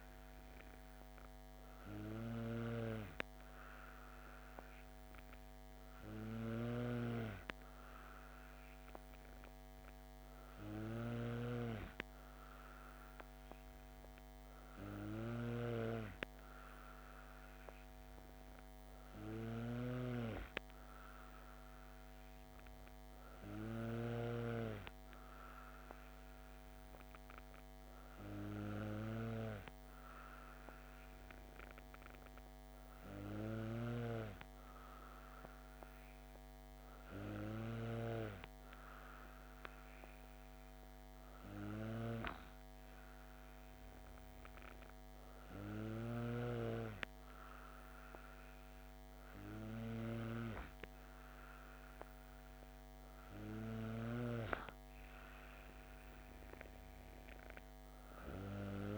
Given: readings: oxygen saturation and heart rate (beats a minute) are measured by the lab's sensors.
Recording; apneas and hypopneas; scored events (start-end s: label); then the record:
breathing in sleep by a microphone on the trachea; none
0.00-24.00 s: snoring (device-marked)
33.50-54.00 s: snoring (device-marked)
From the record:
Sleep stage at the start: N2 (light sleep); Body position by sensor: on the back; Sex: female